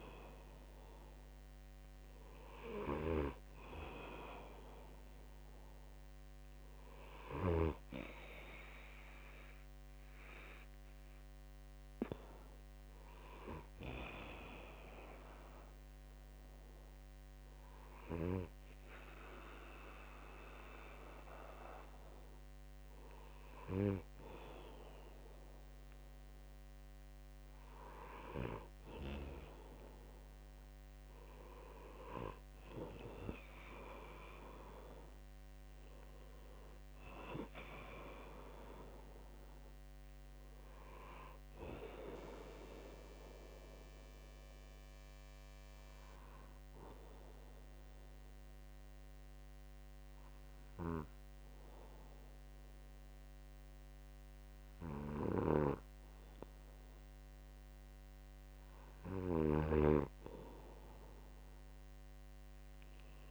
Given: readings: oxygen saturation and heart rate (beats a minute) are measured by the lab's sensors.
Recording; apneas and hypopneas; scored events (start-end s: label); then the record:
breathing in sleep by a microphone on the trachea; 2
11.00-25.50 s: hypopnea (oxygen 99% before, 96% lowest, heart rate 64 before, 63 extreme, up 2 after)
30.00-34.50 s: arousal
44.00-59.00 s: hypopnea (oxygen 98% before, 96% lowest, heart rate 66 before, 63 extreme, up 2 after)
56.00-60.50 s: snoring (device-marked)
From the record:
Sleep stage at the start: N2 (light sleep); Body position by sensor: on the right side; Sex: male